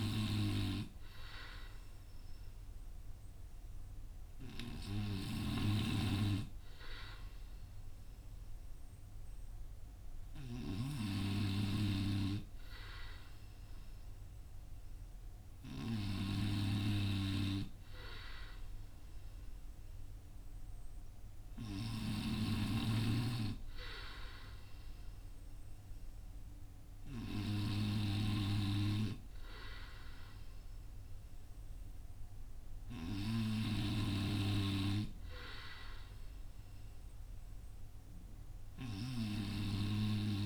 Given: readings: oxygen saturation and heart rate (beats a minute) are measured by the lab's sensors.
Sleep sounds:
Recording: breathing in sleep by a room microphone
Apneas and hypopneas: none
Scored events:
25.00-40.46 s: new sleep stage, N3 (deep sleep)
From the record:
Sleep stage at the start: N2 (light sleep)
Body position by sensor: on the front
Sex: male

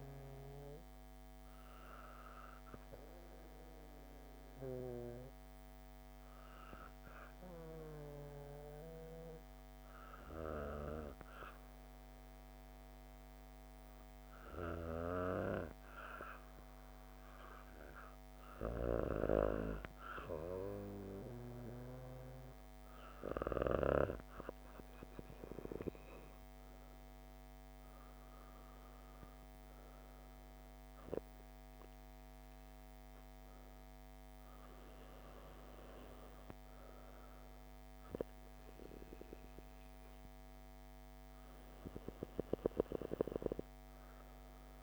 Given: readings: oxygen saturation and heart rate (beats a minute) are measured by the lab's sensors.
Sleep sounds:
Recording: breathing in sleep by a microphone on the trachea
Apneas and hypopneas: none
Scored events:
18.50-24.00 s: snoring (device-marked)
From the record:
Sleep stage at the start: N2 (light sleep)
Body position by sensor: on the back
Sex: female

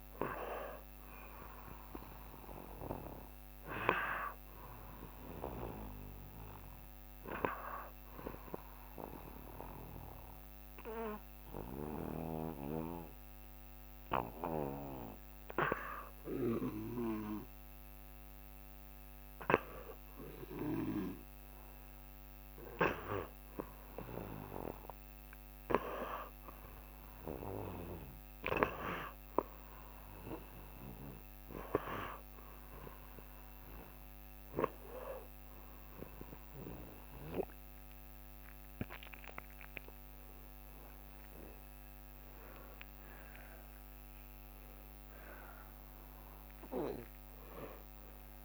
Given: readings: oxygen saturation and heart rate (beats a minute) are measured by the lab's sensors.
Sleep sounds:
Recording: a person partly awake in a sleep study, by a microphone on the trachea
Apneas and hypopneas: 1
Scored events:
7.00-21.00 s: hypopnea (oxygen 93% before, 90% lowest, heart rate 67 before, 68 extreme, up 1 after)
26.00-48.45 s: new sleep stage, awake
44.50-46.50 s: long interval between heartbeats (device-marked, heart rate 69 before, 79 extreme)
From the record:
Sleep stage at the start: N2 (light sleep)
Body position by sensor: on the back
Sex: male

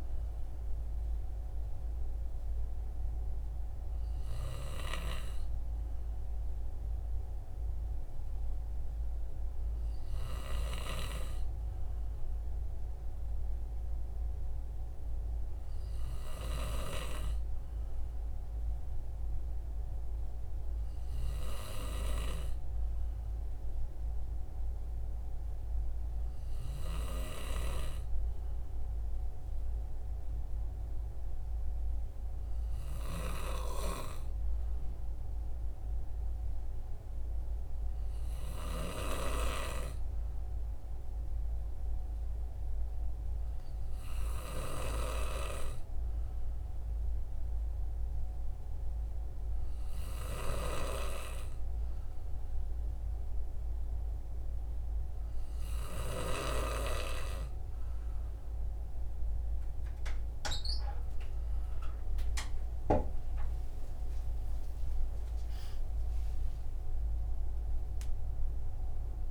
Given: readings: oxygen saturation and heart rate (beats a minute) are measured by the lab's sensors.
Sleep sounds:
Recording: breathing in sleep by a room microphone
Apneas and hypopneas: none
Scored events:
59.50-69.31 s: new sleep stage, awake
From the record:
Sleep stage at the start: N2 (light sleep)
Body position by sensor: on the right side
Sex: male

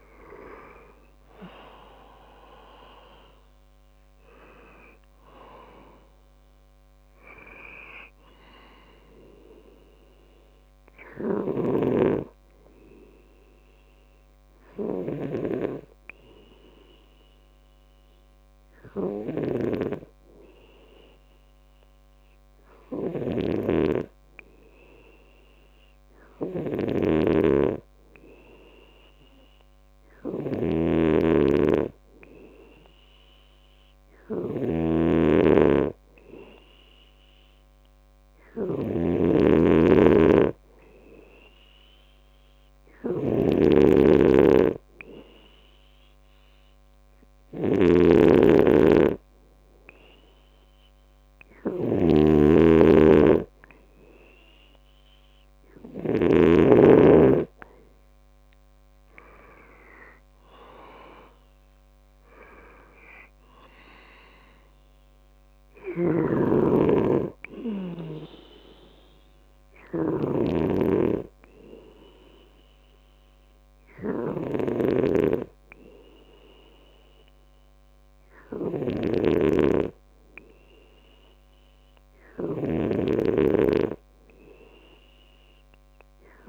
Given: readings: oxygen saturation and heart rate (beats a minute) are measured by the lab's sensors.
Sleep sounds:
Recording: breathing in sleep by a microphone on the trachea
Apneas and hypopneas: 2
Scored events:
0.00-2.00 s: arousal
13.50-25.00 s: hypopnea (oxygen 94% before, 92% lowest, heart rate 74 before, 64 extreme, up 4 after)
23.00-56.50 s: snoring (device-marked)
28.00-31.00 s: arousal
44.50-56.50 s: hypopnea (oxygen 98% before, 94% lowest, heart rate 67 before, 62 extreme, up 7 after)
58.50-61.50 s: arousal
65.50-86.49 s: snoring (device-marked)
From the record:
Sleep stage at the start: N2 (light sleep)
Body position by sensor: on the left side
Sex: male

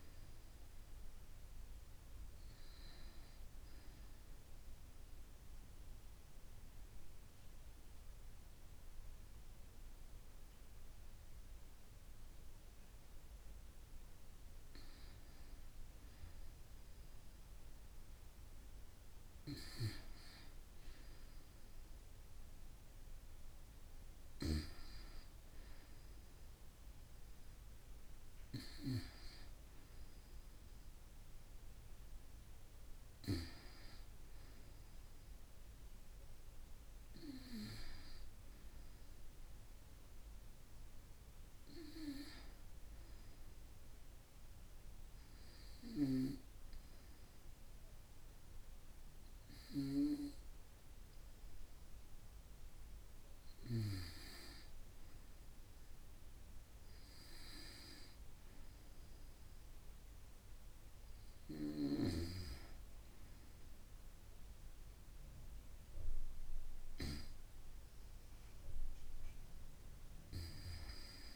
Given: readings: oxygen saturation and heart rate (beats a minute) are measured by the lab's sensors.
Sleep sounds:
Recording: breathing in sleep by a room microphone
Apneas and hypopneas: 1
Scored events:
4.00-14.50 s: obstructive apnea (oxygen 94% before, 91% lowest)
18.00-21.50 s: arousal
From the record:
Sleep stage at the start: N2 (light sleep)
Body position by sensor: on the right side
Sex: female

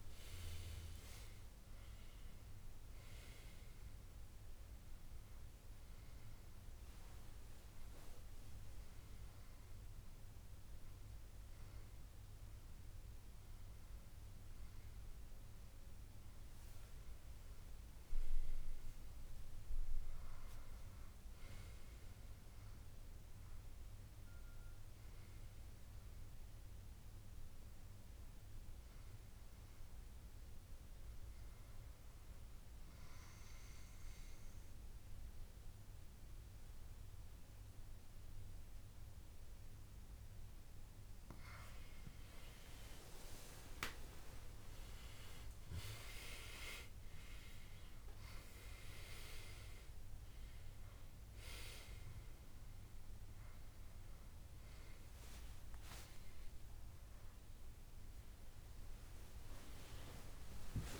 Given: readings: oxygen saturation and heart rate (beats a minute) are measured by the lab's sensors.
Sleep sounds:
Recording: breathing in sleep by a room microphone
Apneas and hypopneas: 1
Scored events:
33.00-43.00 s: obstructive apnea (oxygen 97% before, 93% lowest, heart rate 74 before, 67 extreme, up 19 after)
47.50-61.00 s: oxygen desaturation (device-marked, oxygen 96% before, 93% lowest, heart rate 69 before, 72 extreme)
49.50-51.50 s: long interval between heartbeats (device-marked, heart rate 71 before, 85 extreme)
55.50-61.00 s: new sleep stage, awake
From the record:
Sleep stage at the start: N2 (light sleep)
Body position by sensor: on the back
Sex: male

